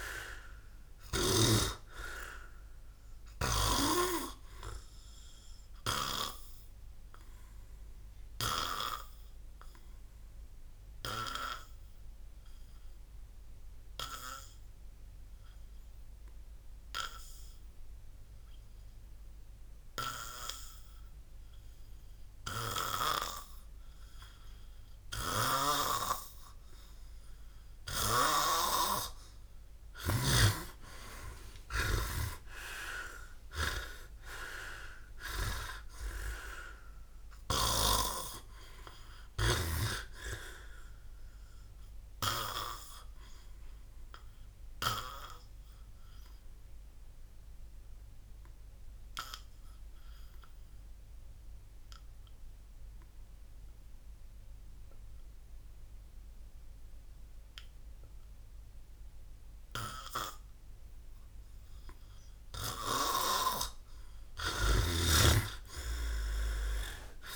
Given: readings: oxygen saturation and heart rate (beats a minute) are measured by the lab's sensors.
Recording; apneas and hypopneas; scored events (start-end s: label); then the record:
breathing in sleep by a room microphone; 2
0.00-1.50 s: snoring (device-marked)
4.00-28.00 s: oxygen desaturation (device-marked, oxygen 100% before, 90% lowest, heart rate 66 before, 57 extreme)
12.50-25.50 s: obstructive apnea (oxygen 100% before, 90% lowest, heart rate 70 before, 57 extreme, up 45 after)
30.50-35.00 s: arousal
44.00-66.00 s: oxygen desaturation (device-marked, oxygen 100% before, 90% lowest, heart rate 101 before, 55 extreme)
46.50-61.50 s: obstructive apnea (oxygen 100% before, 90% lowest, heart rate 107 before, 55 extreme)
64.50-67.36 s: arousal
From the record:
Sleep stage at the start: N2 (light sleep); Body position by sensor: on the back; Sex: male